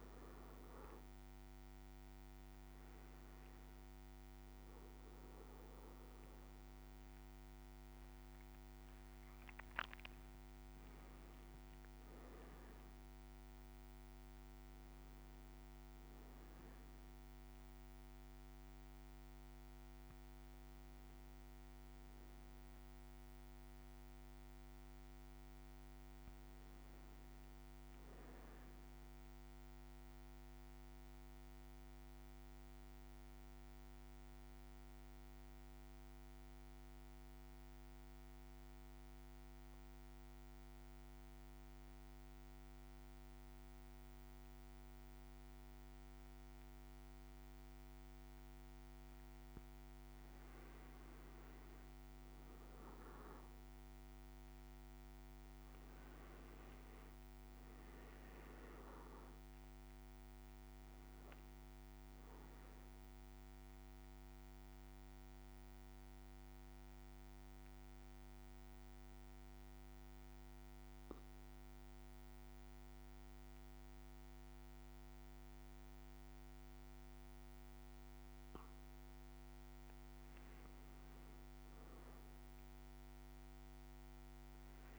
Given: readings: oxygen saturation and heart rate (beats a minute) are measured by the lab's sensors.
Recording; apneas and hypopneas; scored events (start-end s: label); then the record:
breathing in sleep, hard to hear, by a microphone on the trachea; 2
4.00-34.00 s: new sleep stage, N1 (lightest sleep)
10.00-11.50 s: leg movement (device-marked)
23.00-26.50 s: arousal
29.50-49.00 s: central apnea (oxygen 98% before, 93% lowest, heart rate 58 before, 55 extreme, up 4 after)
34.00-84.99 s: new sleep stage, N2 (light sleep)
51.00-79.00 s: oxygen desaturation (device-marked, oxygen 99% before, 93% lowest, heart rate 56 before, 54 extreme)
52.00-56.00 s: arousal
63.00-78.50 s: central apnea (oxygen 99% before, 93% lowest, heart rate 57 before, 54 extreme, up 4 after)
81.00-84.99 s: arousal
From the record:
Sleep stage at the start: N2 (light sleep); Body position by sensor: on the back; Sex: male